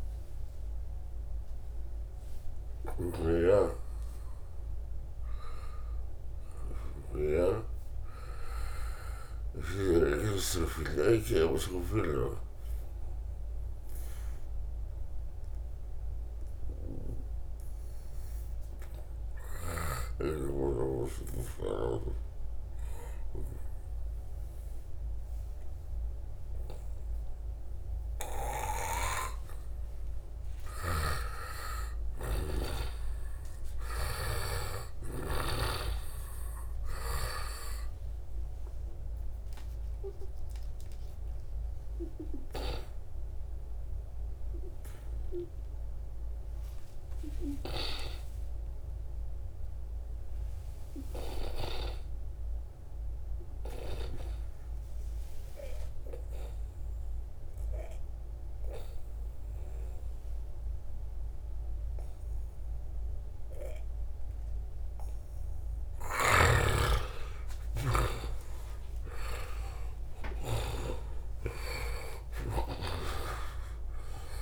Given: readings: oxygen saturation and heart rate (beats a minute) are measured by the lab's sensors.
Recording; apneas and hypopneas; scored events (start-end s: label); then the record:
breathing in sleep by a room microphone; 2
0.00-3.00 s: oxygen desaturation (device-marked, oxygen 88% lowest, heart rate 68 extreme)
10.50-30.50 s: mixed apnea (oxygen 97% before, 91% lowest, heart rate 82 before, 75 extreme, up 3 after)
30.00-34.00 s: snoring (device-marked)
32.00-35.50 s: arousal
38.00-65.00 s: obstructive apnea (oxygen 97% before, 91% lowest, heart rate 76 before, 72 extreme, up 29 after)
43.00-50.00 s: oxygen desaturation (device-marked, oxygen 95% before, 92% lowest, heart rate 77 before, 72 extreme)
67.00-72.50 s: arousal
69.00-71.00 s: long interval between heartbeats (device-marked, heart rate 76 before, 81 extreme)
71.50-73.50 s: long interval between heartbeats (device-marked, heart rate 76 before, 101 extreme)
From the record:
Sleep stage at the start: N2 (light sleep); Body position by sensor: on the right side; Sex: male